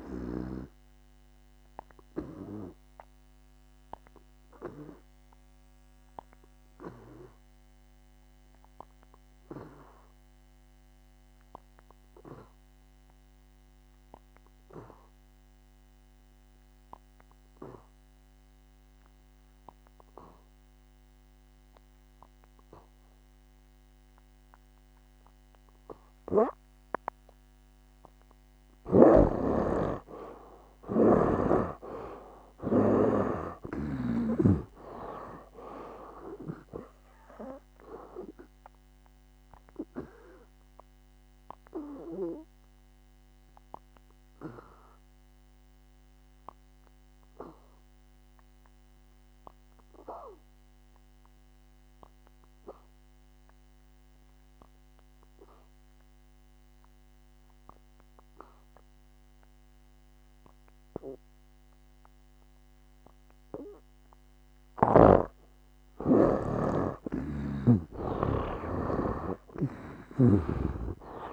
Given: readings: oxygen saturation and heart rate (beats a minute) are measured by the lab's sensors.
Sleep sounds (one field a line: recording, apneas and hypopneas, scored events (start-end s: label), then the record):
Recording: breathing in sleep by a microphone on the trachea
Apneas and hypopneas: 2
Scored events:
0.00-26.50 s: oxygen desaturation (device-marked, oxygen 79% lowest, heart rate 58 extreme)
1.00-27.50 s: obstructive apnea (oxygen 98% before, 74% lowest, heart rate 66 before, 58 extreme, up 12 after)
28.00-30.00 s: long interval between heartbeats (device-marked, heart rate 61 before, 67 extreme)
31.50-35.00 s: snoring (device-marked)
32.00-35.50 s: arousal
35.50-64.50 s: oxygen desaturation (device-marked, oxygen 96% before, 74% lowest, heart rate 63 before, 60 extreme)
40.00-65.00 s: obstructive apnea (oxygen 96% before, 74% lowest, heart rate 67 before, 60 extreme, up 13 after)
68.50-71.32 s: arousal
From the record:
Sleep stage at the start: N2 (light sleep)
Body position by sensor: on the back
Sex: male